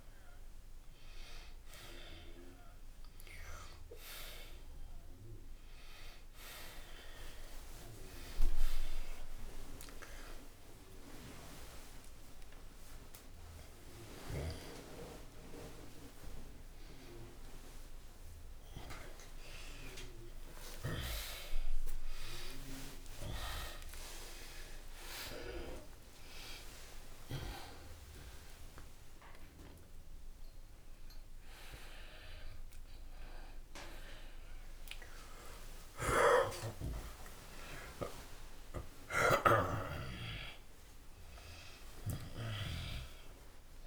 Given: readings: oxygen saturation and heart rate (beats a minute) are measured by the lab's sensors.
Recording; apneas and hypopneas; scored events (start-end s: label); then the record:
a person awake in a sleep study, by a room microphone; none
none scored
From the record:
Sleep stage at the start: awake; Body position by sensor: on the back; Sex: male